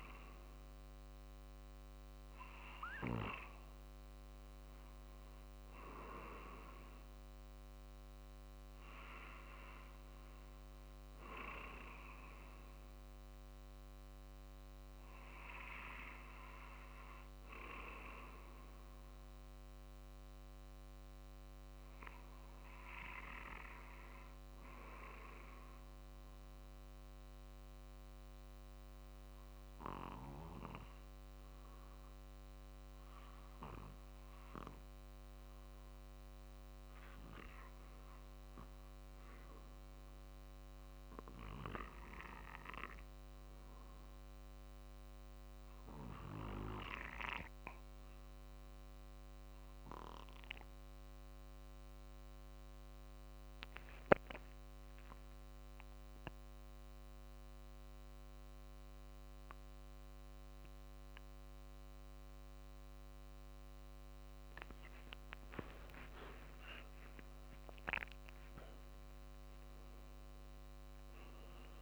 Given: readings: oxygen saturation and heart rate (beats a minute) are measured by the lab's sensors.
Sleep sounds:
breathing in sleep by a microphone on the trachea; 1
0.00-17.50 s: drop in pulse transit time (device-marked, heart rate 48 extreme)
0.00-24.50 s: oxygen desaturation (device-marked, oxygen 90% lowest, heart rate 47 extreme)
27.00-63.00 s: obstructive apnea (oxygen 93% before, 87% lowest, heart rate 48 before, 48 extreme, up 5 after)
55.50-71.82 s: oxygen desaturation (device-marked, oxygen 95% before, 91% lowest, heart rate 49 before, 48 extreme)
64.00-68.50 s: arousal
69.50-71.82 s: drop in pulse transit time (device-marked, heart rate 50 before, 48 extreme)
From the record:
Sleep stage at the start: REM sleep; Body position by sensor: on the back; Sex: male

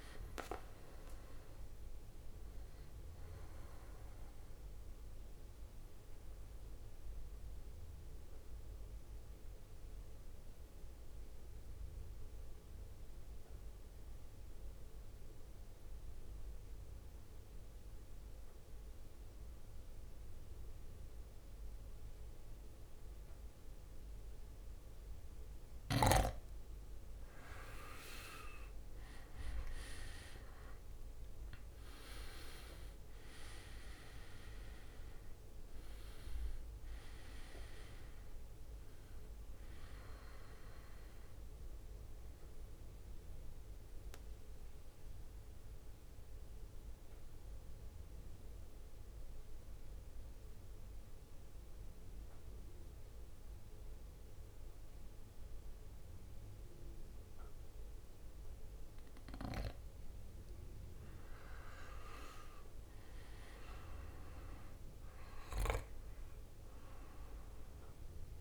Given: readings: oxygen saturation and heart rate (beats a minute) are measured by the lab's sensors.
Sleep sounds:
breathing in sleep by a room microphone; 2
0.00-15.50 s: oxygen desaturation (device-marked, oxygen 94% lowest, heart rate 52 extreme)
8.50-26.00 s: mixed apnea (oxygen 98% before, 90% lowest, heart rate 61 before, 53 extreme, up 18 after)
25.50-50.50 s: oxygen desaturation (device-marked, oxygen 98% before, 90% lowest, heart rate 55 before, 53 extreme)
28.50-33.00 s: arousal
29.50-42.50 s: drop in pulse transit time (device-marked, heart rate 57 before, 60 extreme)
44.50-59.50 s: mixed apnea (oxygen 98% before, 90% lowest, heart rate 66 before, 53 extreme, up 14 after)
61.50-65.00 s: arousal
62.50-68.41 s: oxygen desaturation (device-marked, oxygen 98% before, 92% lowest, heart rate 58 before, 53 extreme)
From the record:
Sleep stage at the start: N2 (light sleep); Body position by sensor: on the back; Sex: male

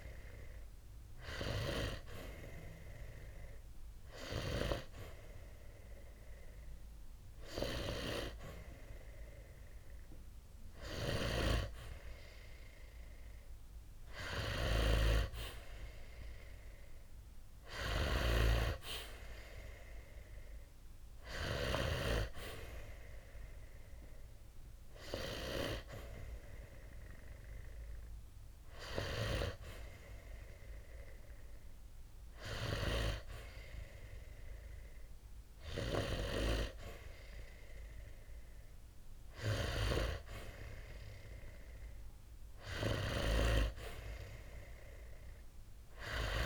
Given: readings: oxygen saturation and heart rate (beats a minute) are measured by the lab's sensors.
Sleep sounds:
breathing in sleep by a room microphone; none
none scored
From the record:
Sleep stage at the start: N2 (light sleep); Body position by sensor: on the back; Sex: male

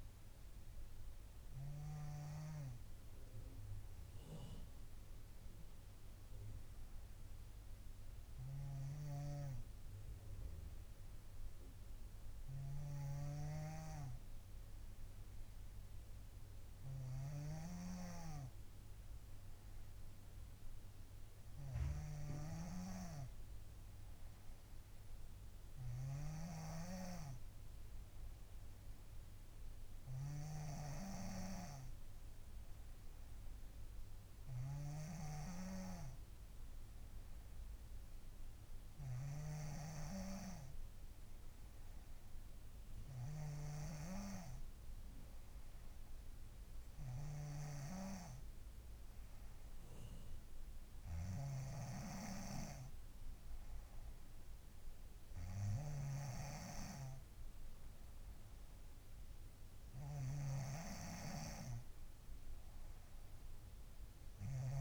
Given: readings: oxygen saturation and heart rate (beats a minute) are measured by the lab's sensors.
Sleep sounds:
breathing in sleep by a room microphone; none
9.00-27.00 s: snoring (device-marked)
51.50-64.81 s: snoring (device-marked)
From the record:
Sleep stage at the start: N2 (light sleep); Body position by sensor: on the front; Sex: female

